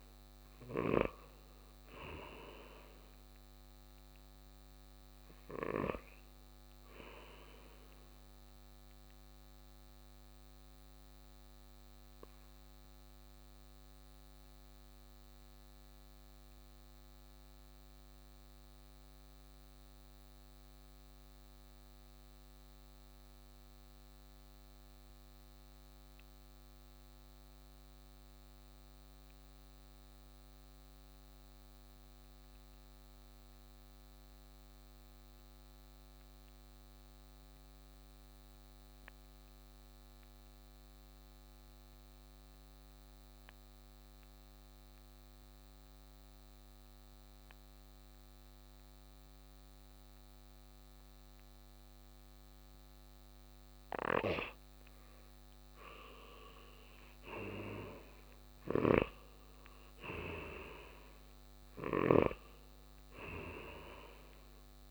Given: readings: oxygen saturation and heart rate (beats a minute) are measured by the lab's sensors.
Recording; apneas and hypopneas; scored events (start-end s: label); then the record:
breathing in sleep by a microphone on the trachea; 1
0.00-23.50 s: oxygen desaturation (device-marked, oxygen 84% lowest, heart rate 56 extreme)
8.50-55.00 s: mixed apnea (oxygen 96% before, 84% lowest, heart rate 64 before, 56 extreme, up 7 after)
48.50-64.91 s: oxygen desaturation (device-marked, oxygen 96% before, 84% lowest, heart rate 59 before, 57 extreme)
57.00-61.50 s: arousal
From the record:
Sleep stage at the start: N2 (light sleep); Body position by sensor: on the right side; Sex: male